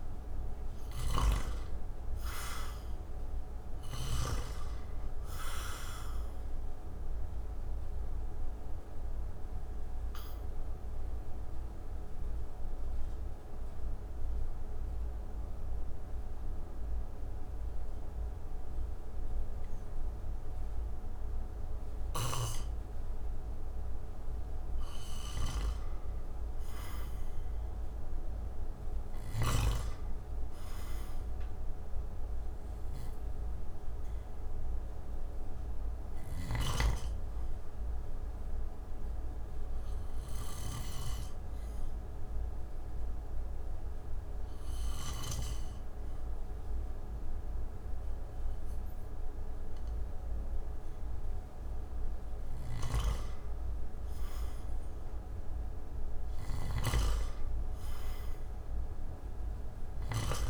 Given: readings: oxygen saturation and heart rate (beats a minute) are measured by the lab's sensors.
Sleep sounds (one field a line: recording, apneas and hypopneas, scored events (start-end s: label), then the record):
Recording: breathing in sleep by a room microphone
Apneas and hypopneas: 2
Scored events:
0.50-3.50 s: arousal
6.00-27.00 s: oxygen desaturation (device-marked, oxygen 94% before, 86% lowest)
7.50-22.50 s: obstructive apnea (oxygen 94% before, 86% lowest)
24.50-29.00 s: snoring (device-marked)
25.50-30.00 s: arousal
38.00-46.00 s: oxygen desaturation (device-marked, oxygen 97% before, 92% lowest)
38.00-52.50 s: obstructive apnea (oxygen 97% before, 84% lowest)
48.00-54.00 s: oxygen desaturation (device-marked, oxygen 95% before, 89% lowest)
56.50-60.00 s: arousal
60.00-60.50 s: new sleep stage, REM sleep
From the record:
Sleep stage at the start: N2 (light sleep)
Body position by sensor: on the back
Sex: male